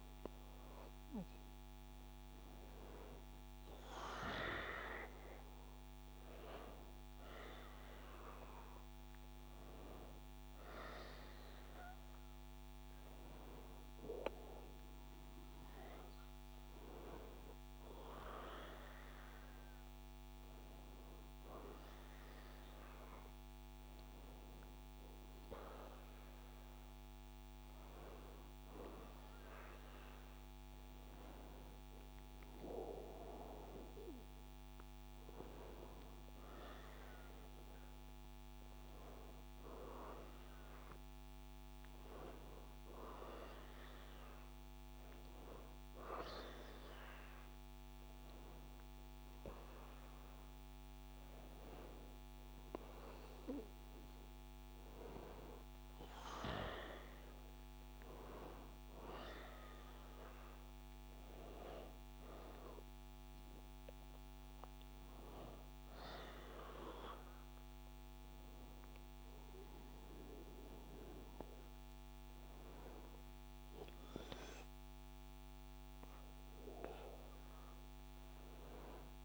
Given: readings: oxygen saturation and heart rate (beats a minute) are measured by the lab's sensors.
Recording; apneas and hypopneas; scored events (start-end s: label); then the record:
a person awake in a sleep study, by a microphone on the trachea; none
63.00-67.50 s: arousal
From the record:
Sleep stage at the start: awake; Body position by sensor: on the back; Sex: male